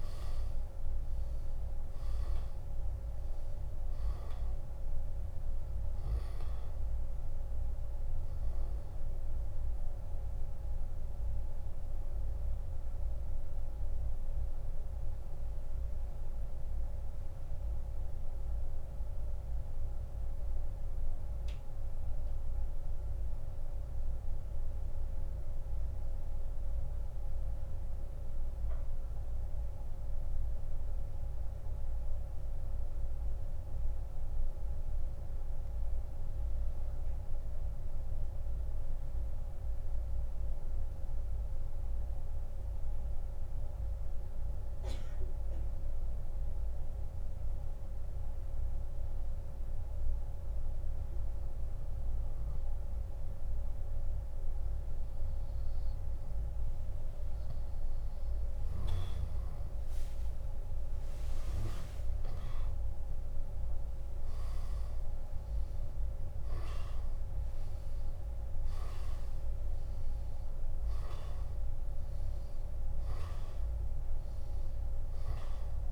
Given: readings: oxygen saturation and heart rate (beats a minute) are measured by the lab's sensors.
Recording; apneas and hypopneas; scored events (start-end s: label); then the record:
breathing in sleep, hard to hear, by a room microphone; 1
0.00-1.00 s: oxygen desaturation (device-marked, oxygen 93% lowest)
14.00-55.00 s: mixed apnea (oxygen 96% before, 86% lowest)
22.00-43.00 s: oxygen desaturation (device-marked, oxygen 93% before, 86% lowest, heart rate 34 before, 39 extreme)
60.50-66.50 s: arousal
From the record:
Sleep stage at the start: N2 (light sleep); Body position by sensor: on the back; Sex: male